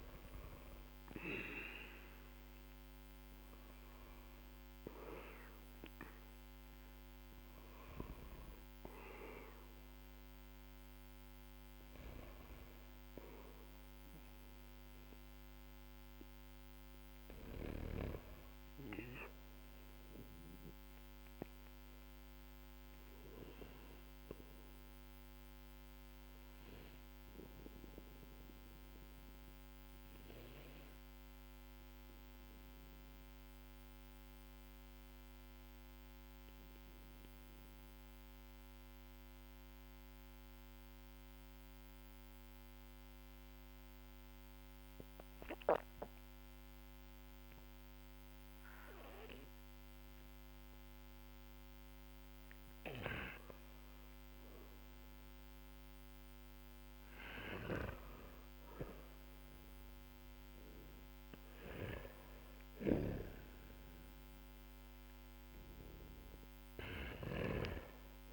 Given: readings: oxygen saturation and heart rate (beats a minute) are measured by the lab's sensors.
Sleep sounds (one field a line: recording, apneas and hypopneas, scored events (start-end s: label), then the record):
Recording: a person partly awake in a sleep study, by a microphone on the trachea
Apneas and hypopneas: 1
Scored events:
0.00-33.00 s: oxygen desaturation (device-marked, oxygen 91% lowest, heart rate 45 extreme)
22.50-52.00 s: obstructive apnea (oxygen 97% before, 91% lowest, heart rate 48 before, 42 extreme, up 10 after)
24.00-68.33 s: new sleep stage, N2 (light sleep)
54.50-59.00 s: arousal
From the record:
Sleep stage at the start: awake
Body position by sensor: on the back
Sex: male